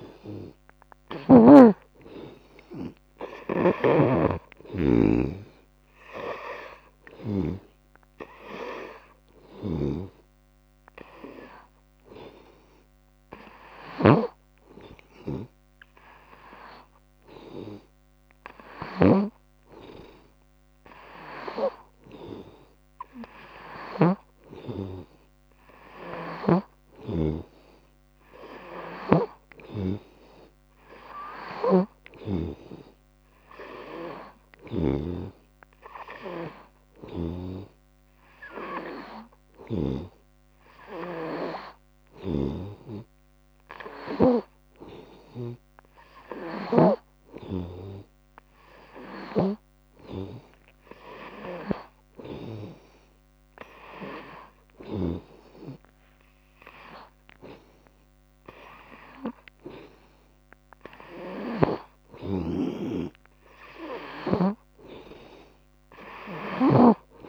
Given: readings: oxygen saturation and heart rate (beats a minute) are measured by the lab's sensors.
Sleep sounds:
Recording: breathing in sleep by a microphone on the trachea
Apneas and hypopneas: none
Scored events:
0.00-1.50 s: snoring (device-marked)
0.00-8.50 s: oxygen desaturation (device-marked, oxygen 85% lowest, heart rate 74 extreme)
3.50-24.50 s: snoring (device-marked)
31.50-35.00 s: snoring (device-marked)
42.00-47.00 s: snoring (device-marked)
51.00-53.00 s: long interval between heartbeats (device-marked, heart rate 76 before, 85 extreme)
From the record:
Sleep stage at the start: N2 (light sleep)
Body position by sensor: on the right side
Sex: female

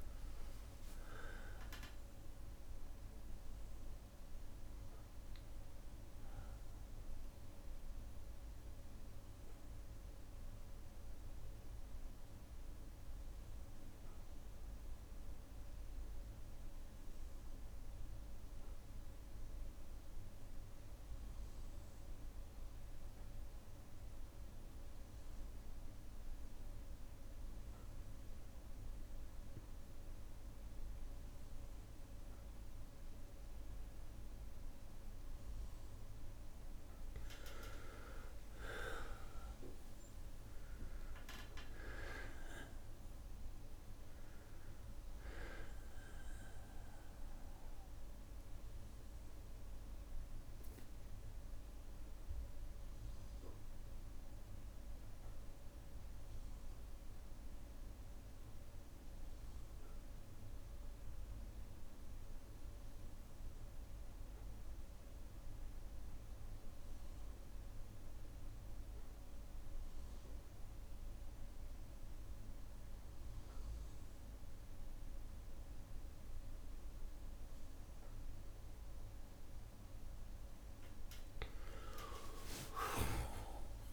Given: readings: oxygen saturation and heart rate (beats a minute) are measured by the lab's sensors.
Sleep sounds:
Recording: breathing in sleep by a room microphone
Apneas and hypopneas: 2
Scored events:
0.00-20.50 s: oxygen desaturation (device-marked, oxygen 92% lowest, heart rate 57 extreme)
7.50-21.50 s: bradycardia (device-marked, heart rate 56 before, 57 extreme)
7.50-35.00 s: obstructive apnea (oxygen 99% before, 92% lowest, heart rate 63 before, 57 extreme, up 3 after)
36.50-61.50 s: oxygen desaturation (device-marked, oxygen 99% before, 94% lowest, heart rate 60 before, 57 extreme)
37.00-42.00 s: arousal
48.00-77.50 s: obstructive apnea (oxygen 99% before, 92% lowest, heart rate 62 before, 57 extreme, up 13 after)
48.50-71.50 s: bradycardia (device-marked, heart rate 56 before, 57 extreme)
75.50-83.92 s: oxygen desaturation (device-marked, oxygen 99% before, 92% lowest, heart rate 58 before, 56 extreme)
82.00-83.92 s: arousal
From the record:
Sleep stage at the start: N2 (light sleep)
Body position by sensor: on the back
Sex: male

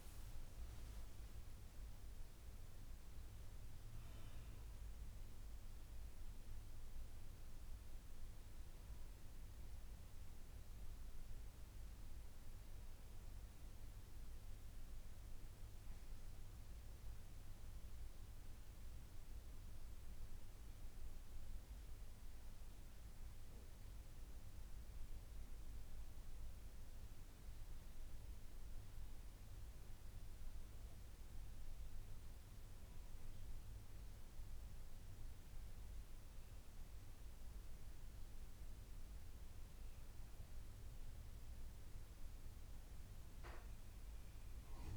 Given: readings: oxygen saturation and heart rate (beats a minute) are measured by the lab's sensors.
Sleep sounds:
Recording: breathing in sleep, hard to hear, by a room microphone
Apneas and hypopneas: none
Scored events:
29.50-44.97 s: new sleep stage, N2 (light sleep)
From the record:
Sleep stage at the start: N1 (lightest sleep)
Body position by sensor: on the left side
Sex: female

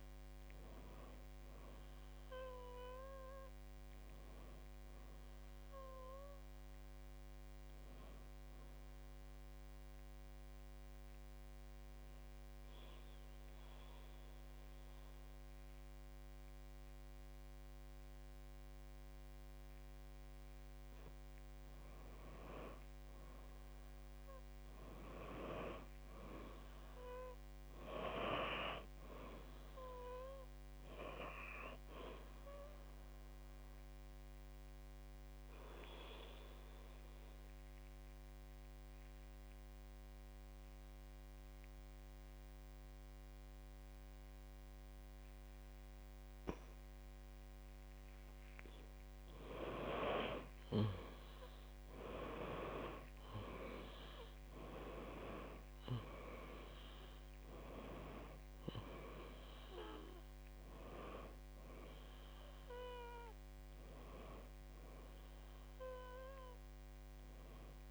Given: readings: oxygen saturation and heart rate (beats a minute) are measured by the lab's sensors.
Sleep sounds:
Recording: breathing in sleep by a microphone on the trachea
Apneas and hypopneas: 2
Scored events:
0.00-13.00 s: oxygen desaturation (device-marked, oxygen 92% lowest, heart rate 52 extreme)
10.00-22.50 s: obstructive apnea (oxygen 98% before, 91% lowest, heart rate 62 before, 52 extreme, up 6 after)
23.00-26.00 s: arousal
29.00-44.00 s: oxygen desaturation (device-marked, oxygen 98% before, 94% lowest, heart rate 54 before, 54 extreme)
32.00-49.50 s: obstructive apnea (oxygen 98% before, 91% lowest, heart rate 54 before, 54 extreme, up 13 after)
53.00-67.91 s: oxygen desaturation (device-marked, oxygen 97% before, 91% lowest, heart rate 57 before, 54 extreme)
53.50-57.00 s: arousal
From the record:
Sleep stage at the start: N2 (light sleep)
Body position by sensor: on the back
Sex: female

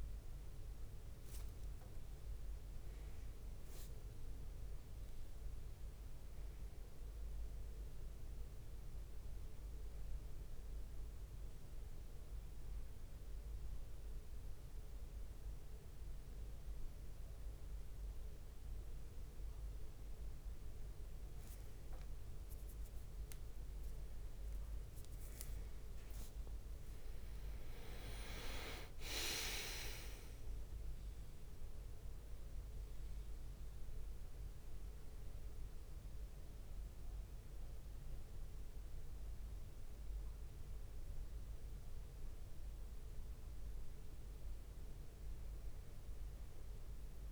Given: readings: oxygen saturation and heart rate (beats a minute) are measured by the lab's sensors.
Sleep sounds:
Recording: breathing in sleep, hard to hear, by a room microphone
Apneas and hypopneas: none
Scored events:
0.00-1.00 s: drop in pulse transit time (device-marked, heart rate 71 extreme)
31.00-44.00 s: drop in pulse transit time (device-marked, heart rate 71 before, 62 extreme)
32.00-47.32 s: oxygen desaturation (device-marked, oxygen 96% before, 92% lowest, heart rate 71 before, 62 extreme)
45.00-47.32 s: arousal
From the record:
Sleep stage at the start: N1 (lightest sleep)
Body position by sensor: on the right side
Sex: male

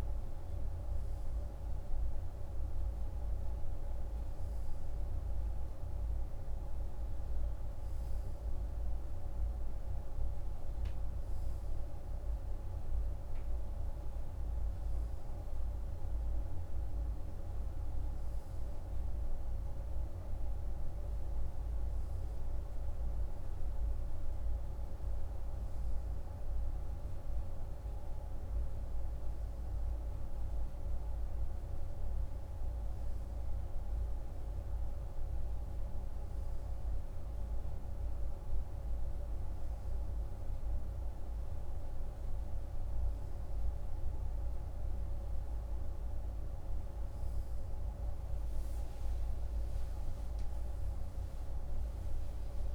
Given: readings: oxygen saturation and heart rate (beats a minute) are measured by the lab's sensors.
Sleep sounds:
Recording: breathing in sleep, hard to hear, by a room microphone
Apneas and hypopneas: none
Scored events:
47.50-52.00 s: arousal
From the record:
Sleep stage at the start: N2 (light sleep)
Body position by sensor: on the right side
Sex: male

